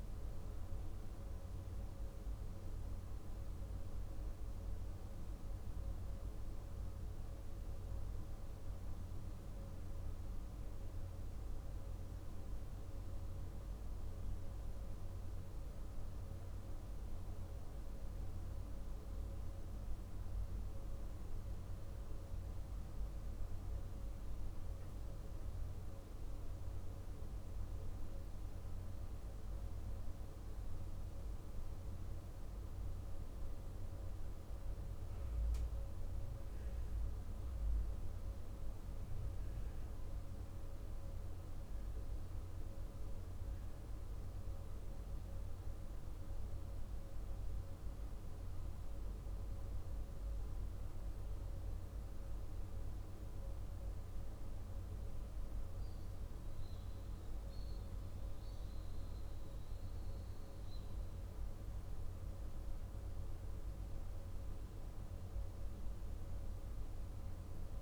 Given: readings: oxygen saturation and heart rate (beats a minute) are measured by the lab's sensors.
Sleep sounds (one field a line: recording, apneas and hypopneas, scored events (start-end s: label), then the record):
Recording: breathing in sleep, hard to hear, by a room microphone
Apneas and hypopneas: none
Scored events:
none scored
From the record:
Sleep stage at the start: N1 (lightest sleep)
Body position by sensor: on the back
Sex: male